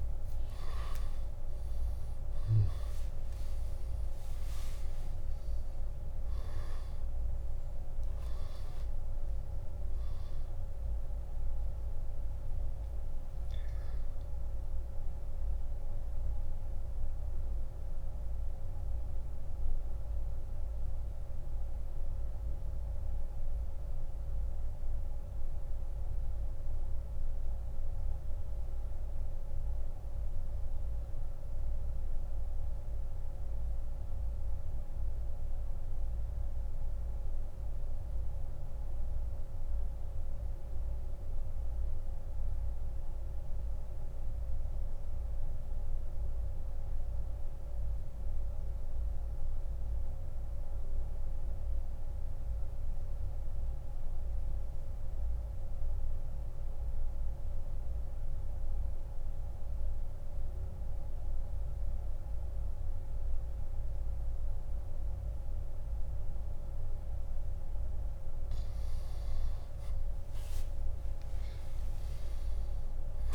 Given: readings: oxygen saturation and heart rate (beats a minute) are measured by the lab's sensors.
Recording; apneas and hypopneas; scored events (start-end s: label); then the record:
breathing in sleep, hard to hear, by a room microphone; 1
0.00-17.00 s: oxygen desaturation (device-marked, oxygen 91% lowest, heart rate 57 extreme)
16.00-66.50 s: mixed apnea (oxygen 97% before, 85% lowest, heart rate 81 before, 38 extreme, up 10 after)
33.00-52.00 s: oxygen desaturation (device-marked, oxygen 92% before, 88% lowest, heart rate 74 before, 40 extreme)
69.00-73.35 s: oxygen desaturation (device-marked, oxygen 98% before, 90% lowest, heart rate 75 before, 38 extreme)
71.50-73.35 s: arousal
From the record:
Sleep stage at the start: N2 (light sleep); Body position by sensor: on the back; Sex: male